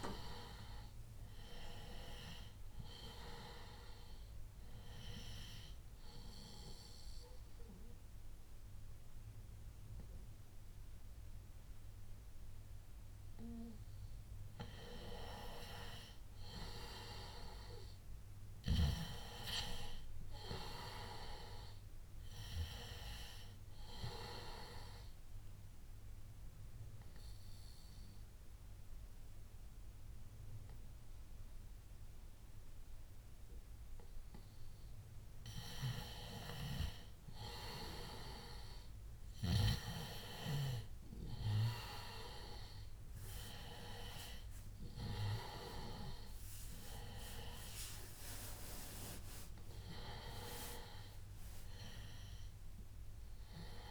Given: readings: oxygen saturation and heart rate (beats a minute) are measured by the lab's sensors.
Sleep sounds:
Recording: breathing in sleep by a room microphone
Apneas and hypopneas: 2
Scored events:
4.00-15.00 s: obstructive apnea (oxygen 97% before, 92% lowest, heart rate 87 before, 79 extreme, up 5 after)
6.00-53.91 s: new sleep stage, N2 (light sleep)
17.50-20.50 s: arousal
23.00-33.00 s: oxygen desaturation (device-marked, oxygen 97% before, 93% lowest, heart rate 84 before, 79 extreme)
25.00-36.00 s: obstructive apnea (oxygen 97% before, 91% lowest, heart rate 83 before, 79 extreme, up 6 after)
36.50-41.00 s: arousal
47.00-53.91 s: oxygen desaturation (device-marked, oxygen 96% before, 92% lowest, heart rate 83 before, 74 extreme)
From the record:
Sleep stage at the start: N1 (lightest sleep)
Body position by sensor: on the back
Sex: male

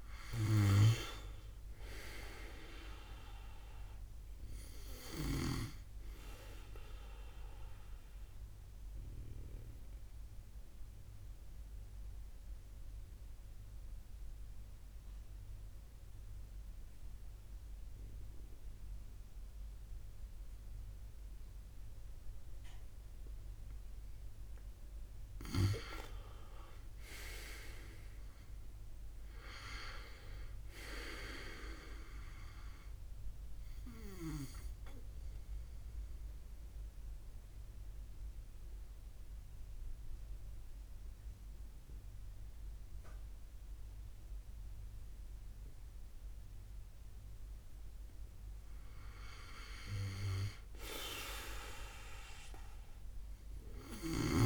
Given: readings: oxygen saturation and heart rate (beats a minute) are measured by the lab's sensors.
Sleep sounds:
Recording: breathing in sleep by a room microphone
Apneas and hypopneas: 2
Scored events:
0.00-1.00 s: oxygen desaturation (device-marked, oxygen 91% lowest, heart rate 66 extreme)
0.00-1.50 s: arousal
7.50-24.50 s: mixed apnea (oxygen 97% before, 90% lowest, heart rate 72 before, 66 extreme, up 13 after)
22.00-32.00 s: oxygen desaturation (device-marked, oxygen 95% before, 90% lowest, heart rate 70 before, 67 extreme)
27.00-30.50 s: arousal
35.50-47.50 s: central apnea (oxygen 98% before, 92% lowest, heart rate 71 before, 66 extreme, up 3 after)
49.50-52.50 s: arousal
50.00-54.46 s: oxygen desaturation (device-marked, oxygen 96% before, 92% lowest, heart rate 71 before, 66 extreme)
From the record:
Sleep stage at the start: N2 (light sleep)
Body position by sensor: on the back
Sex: male

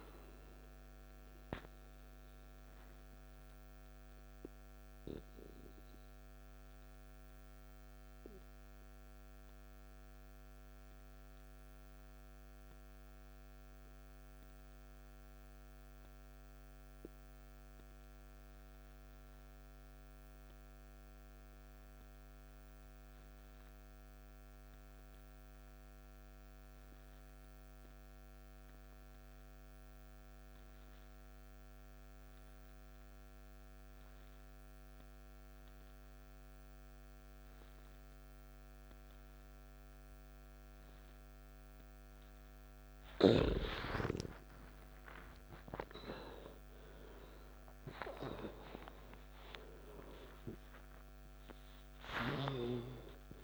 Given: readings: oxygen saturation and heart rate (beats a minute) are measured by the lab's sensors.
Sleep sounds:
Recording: breathing in sleep by a microphone on the trachea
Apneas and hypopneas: 1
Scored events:
0.00-3.00 s: oxygen desaturation (device-marked, oxygen 87% lowest, heart rate 54 extreme)
3.00-42.50 s: mixed apnea (oxygen 98% before, 85% lowest, heart rate 70 before, 54 extreme, up 14 after)
26.00-53.44 s: oxygen desaturation (device-marked, oxygen 98% before, 85% lowest, heart rate 56 before, 54 extreme)
44.00-47.50 s: arousal
From the record:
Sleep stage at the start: N2 (light sleep)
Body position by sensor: on the back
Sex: male

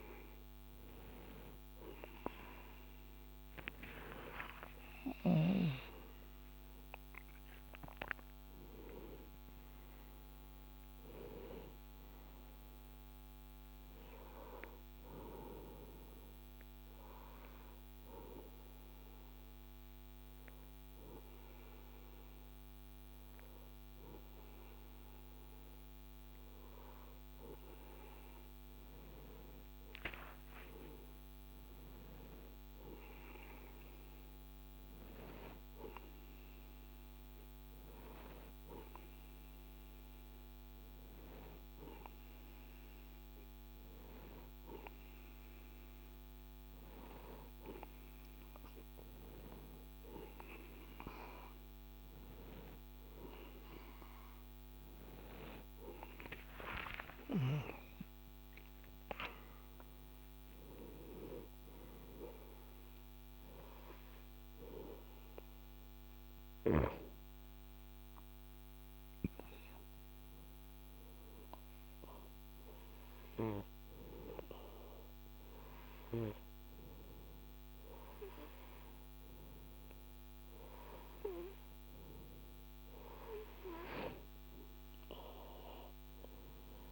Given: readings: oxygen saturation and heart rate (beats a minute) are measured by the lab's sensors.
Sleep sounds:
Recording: breathing in sleep by a microphone on the trachea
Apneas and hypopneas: 1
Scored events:
5.50-10.50 s: arousal
14.50-26.00 s: hypopnea (oxygen 96% before, 95% lowest, heart rate 73 before, 60 extreme, up 16 after)
29.00-32.50 s: arousal
65.50-86.92 s: new sleep stage, awake
From the record:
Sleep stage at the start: N1 (lightest sleep)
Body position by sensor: on the right side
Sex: male

